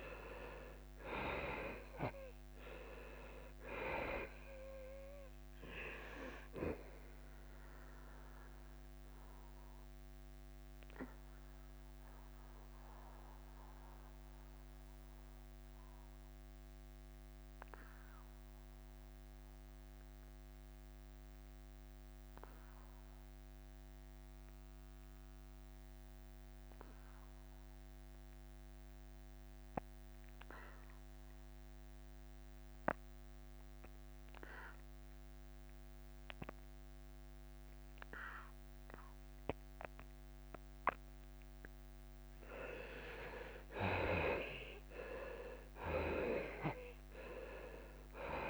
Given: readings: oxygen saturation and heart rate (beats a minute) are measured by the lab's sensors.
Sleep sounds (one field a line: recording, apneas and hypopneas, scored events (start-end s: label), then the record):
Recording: breathing in sleep by a microphone on the trachea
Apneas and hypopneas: 1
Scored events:
0.00-1.00 s: oxygen desaturation (device-marked, oxygen 88% lowest, heart rate 80 extreme)
0.00-2.50 s: arousal
0.00-13.00 s: drop in pulse transit time (device-marked, heart rate 80 extreme)
8.00-31.00 s: oxygen desaturation (device-marked, oxygen 95% before, 75% lowest, heart rate 82 before, 79 extreme)
10.00-41.50 s: mixed apnea (oxygen 98% before, 75% lowest, heart rate 82 before, 78 extreme, up 7 after)
44.00-48.50 s: arousal
44.00-48.50 s: drop in pulse transit time (device-marked, heart rate 81 before, 78 extreme)
From the record:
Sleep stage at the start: N2 (light sleep)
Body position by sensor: on the back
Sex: male